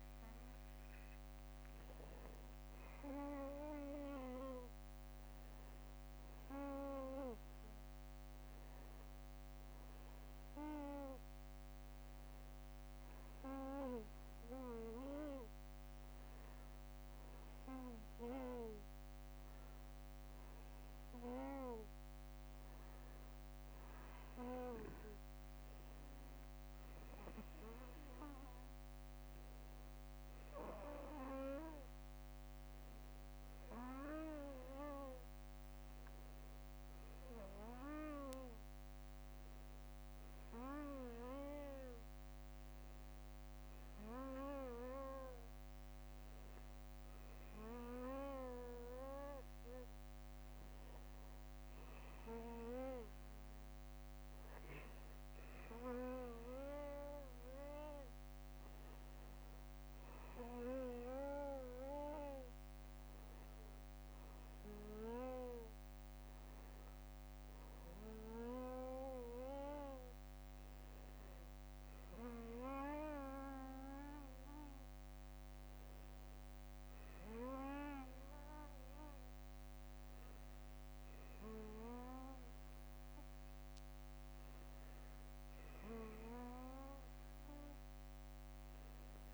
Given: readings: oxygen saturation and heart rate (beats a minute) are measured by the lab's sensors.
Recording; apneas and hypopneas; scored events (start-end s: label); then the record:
breathing in sleep by a microphone on the trachea; 2
8.50-23.50 s: hypopnea (oxygen 95% before, 94% lowest, heart rate 56 before, 50 extreme, up 11 after)
27.00-31.00 s: arousal
40.50-42.50 s: long interval between heartbeats (device-marked, heart rate 57 before, 59 extreme)
46.50-48.50 s: long interval between heartbeats (device-marked, heart rate 58 before, 56 extreme)
53.50-57.00 s: arousal
59.50-70.50 s: hypopnea (oxygen 95% before, 93% lowest, heart rate 57 before, 52 extreme, up 10 after)
74.50-78.50 s: arousal
79.50-81.50 s: long interval between heartbeats (device-marked, heart rate 56 before, 57 extreme)
From the record:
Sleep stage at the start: N2 (light sleep); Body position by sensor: on the back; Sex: male